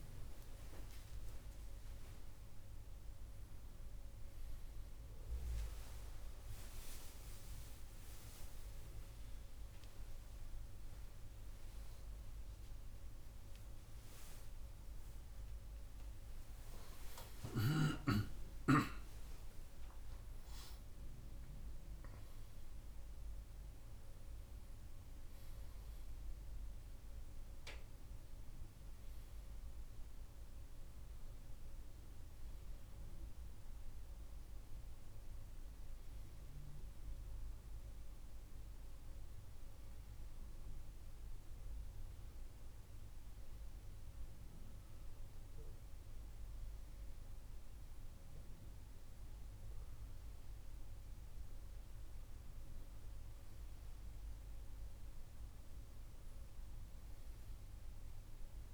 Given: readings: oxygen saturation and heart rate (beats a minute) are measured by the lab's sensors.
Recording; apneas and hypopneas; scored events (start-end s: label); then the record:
a person awake in a sleep study, by a room microphone; none
none scored
From the record:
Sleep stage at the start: awake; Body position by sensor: on the right side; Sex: male